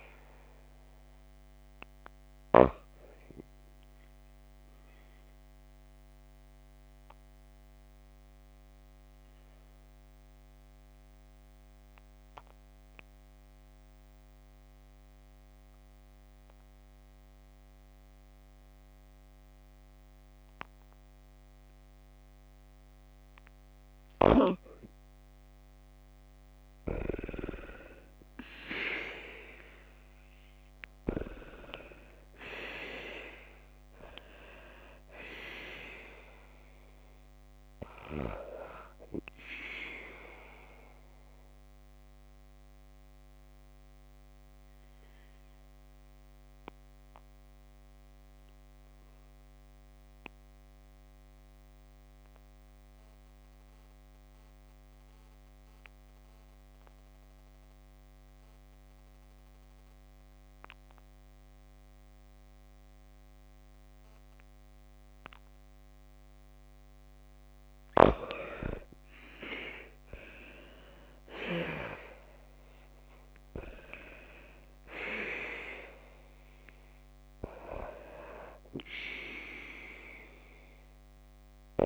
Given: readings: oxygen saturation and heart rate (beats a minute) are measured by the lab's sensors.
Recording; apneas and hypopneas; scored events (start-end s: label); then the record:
breathing in sleep by a microphone on the trachea; 2
0.00-3.00 s: oxygen desaturation (device-marked, oxygen 96% before, 88% lowest, heart rate 54 before, 53 extreme)
4.50-23.50 s: obstructive apnea (oxygen 96% before, 89% lowest, heart rate 60 before, 53 extreme, up 20 after)
26.00-29.50 s: arousal
26.00-65.00 s: oxygen desaturation (device-marked, oxygen 96% before, 89% lowest, heart rate 55 before, 51 extreme)
41.00-66.00 s: obstructive apnea (oxygen 96% before, 89% lowest, heart rate 62 before, 51 extreme, up 6 after)
70.00-78.00 s: oxygen desaturation (device-marked, oxygen 95% before, 91% lowest, heart rate 53 before, 54 extreme)
70.50-73.00 s: arousal
From the record:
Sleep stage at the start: N2 (light sleep); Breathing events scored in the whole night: 317 in 4.7 hours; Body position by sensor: on the back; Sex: female